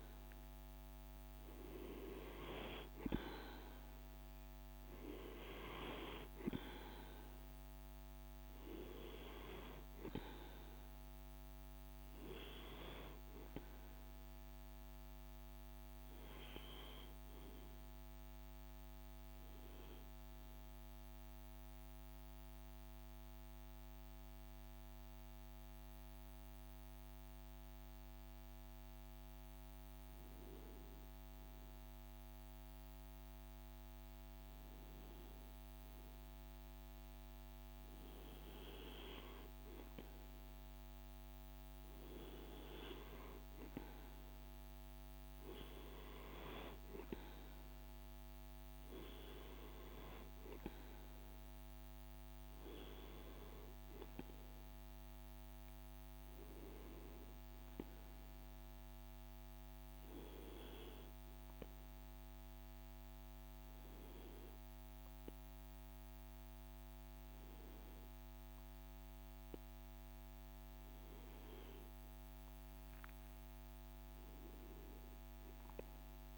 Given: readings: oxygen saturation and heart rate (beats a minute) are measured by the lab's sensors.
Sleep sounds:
breathing in sleep by a microphone on the trachea; 1
0.00-12.50 s: oxygen desaturation (device-marked, oxygen 93% lowest, heart rate 52 extreme)
12.00-16.50 s: arousal
18.50-32.00 s: hypopnea (oxygen 97% before, 93% lowest, heart rate 54 before, 51 extreme, up 0 after)
35.00-38.50 s: arousal
40.50-62.50 s: oxygen desaturation (device-marked, oxygen 97% before, 93% lowest, heart rate 53 before, 52 extreme)
71.00-75.00 s: arousal
From the record:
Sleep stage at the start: N2 (light sleep); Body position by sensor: on the right side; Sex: male

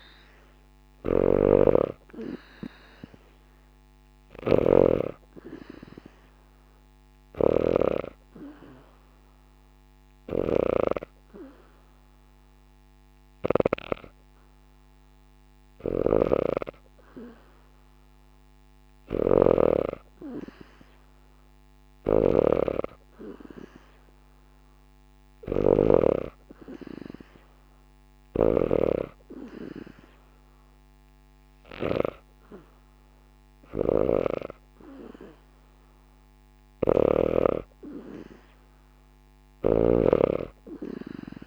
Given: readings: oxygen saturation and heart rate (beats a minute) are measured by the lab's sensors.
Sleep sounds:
breathing in sleep by a microphone on the trachea; 1
0.50-13.50 s: snoring (device-marked)
3.50-19.50 s: oxygen desaturation (device-marked, oxygen 94% before, 86% lowest, heart rate 75 before, 72 extreme)
5.00-16.00 s: hypopnea (oxygen 95% before, 86% lowest, heart rate 75 before, 72 extreme, up 0 after)
15.50-31.50 s: snoring (device-marked)
18.00-21.50 s: arousal
24.50-38.50 s: oxygen desaturation (device-marked, oxygen 96% before, 91% lowest, heart rate 75 before, 74 extreme)
33.50-37.00 s: snoring (device-marked)
39.00-41.47 s: snoring (device-marked)
From the record:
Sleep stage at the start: N2 (light sleep); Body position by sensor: on the back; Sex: female

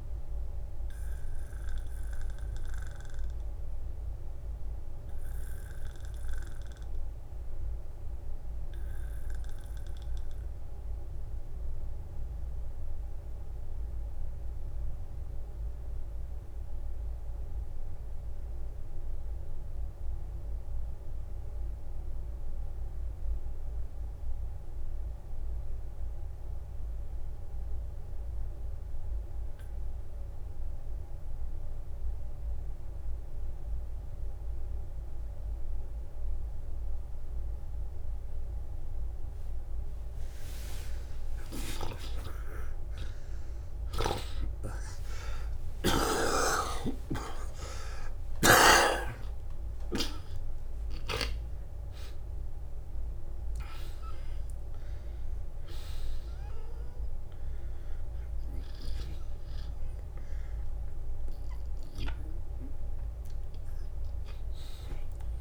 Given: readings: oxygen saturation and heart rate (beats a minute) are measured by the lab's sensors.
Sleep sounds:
breathing in sleep by a room microphone; 1
0.00-15.50 s: oxygen desaturation (device-marked, oxygen 80% lowest, heart rate 46 extreme)
5.00-7.00 s: long interval between heartbeats (device-marked, heart rate 68 before, 59 extreme)
11.00-38.50 s: obstructive apnea (oxygen 91% before, 76% lowest, heart rate 65 before, 46 extreme)
21.50-23.50 s: long interval between heartbeats (device-marked, heart rate 53 before, 54 extreme)
33.50-48.50 s: oxygen desaturation (device-marked, oxygen 96% before, 89% lowest, heart rate 50 before, 51 extreme)
41.50-43.50 s: long interval between heartbeats (device-marked, heart rate 51 before, 85 extreme)
42.50-45.50 s: tachycardia (device-marked, heart rate 59 before, 105 extreme)
43.50-47.50 s: arousal
45.50-47.50 s: long interval between heartbeats (device-marked, heart rate 61 before, 117 extreme)
54.50-61.50 s: oxygen desaturation (device-marked, oxygen 92% before, 87% lowest, heart rate 81 before, 52 extreme)
58.00-60.00 s: long interval between heartbeats (device-marked, heart rate 83 before, 67 extreme)
From the record:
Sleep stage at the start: N2 (light sleep); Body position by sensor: on the back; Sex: male

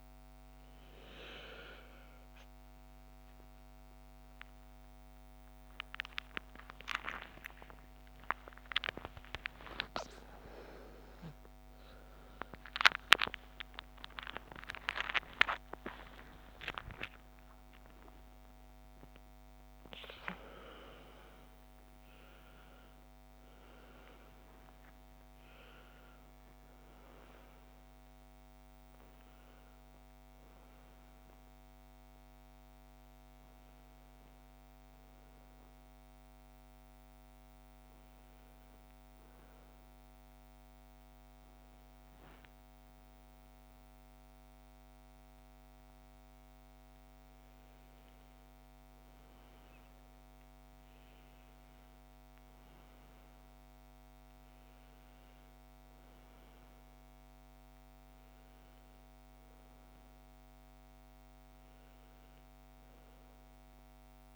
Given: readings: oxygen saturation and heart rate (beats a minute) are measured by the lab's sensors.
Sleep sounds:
a person awake in a sleep study, by a microphone on the trachea; none
0.00-1.50 s: arousal
53.00-64.36 s: oxygen desaturation (device-marked, oxygen 98% before, 94% lowest)
From the record:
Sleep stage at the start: awake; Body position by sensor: on the left side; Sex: female

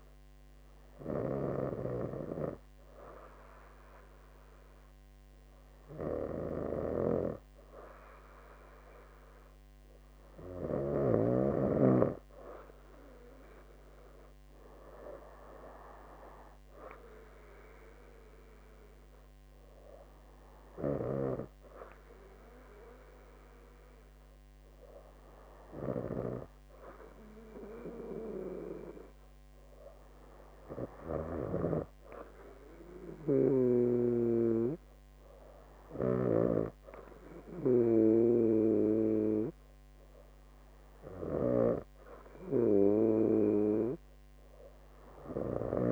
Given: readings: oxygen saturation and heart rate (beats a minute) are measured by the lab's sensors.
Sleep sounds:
breathing in sleep by a microphone on the trachea; none
none scored
From the record:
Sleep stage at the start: N2 (light sleep); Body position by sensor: on the right side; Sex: female

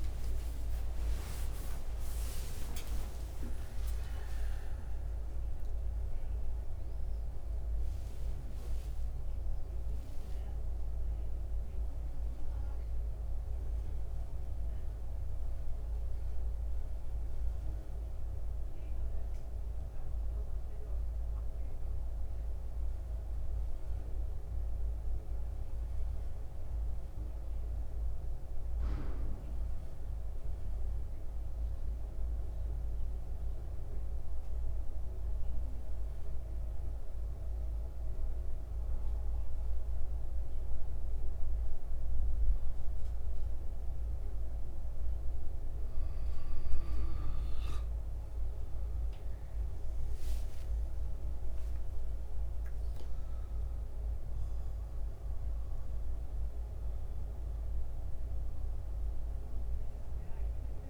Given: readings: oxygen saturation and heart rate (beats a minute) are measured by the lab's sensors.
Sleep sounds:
breathing in sleep, hard to hear, by a room microphone; 1
20.50-46.50 s: hypopnea (oxygen 95% before, 81% lowest, heart rate 107 before, 69 extreme, up 13 after)
24.00-60.90 s: oxygen desaturation (device-marked, oxygen 95% before, 81% lowest, heart rate 88 before, 69 extreme)
30.00-60.90 s: new sleep stage, N2 (light sleep)
49.50-54.00 s: arousal
From the record:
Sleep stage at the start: N1 (lightest sleep); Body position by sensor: on the back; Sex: male

